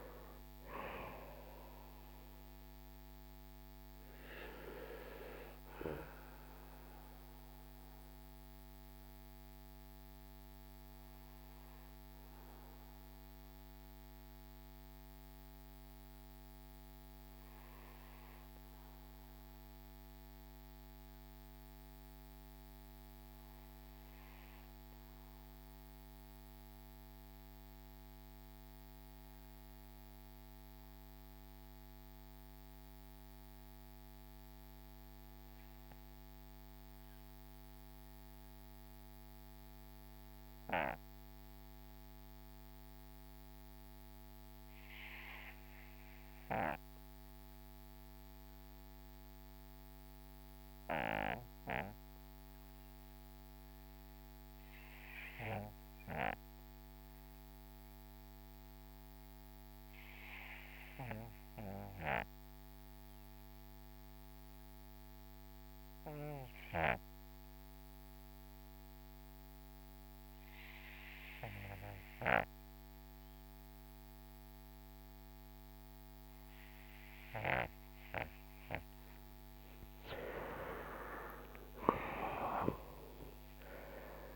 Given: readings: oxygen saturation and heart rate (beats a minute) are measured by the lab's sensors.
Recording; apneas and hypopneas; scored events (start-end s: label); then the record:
breathing in sleep by a microphone on the trachea; 1
0.00-34.00 s: oxygen desaturation (device-marked, oxygen 79% lowest, heart rate 44 extreme)
4.00-84.36 s: new sleep stage, REM sleep
6.50-79.00 s: obstructive apnea (oxygen 92% before, 72% lowest, heart rate 63 before, 44 extreme, up 18 after)
49.00-84.36 s: oxygen desaturation (device-marked, oxygen 97% before, 72% lowest, heart rate 50 before, 54 extreme)
80.50-84.36 s: arousal
From the record:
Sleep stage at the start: N2 (light sleep); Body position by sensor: on the back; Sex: male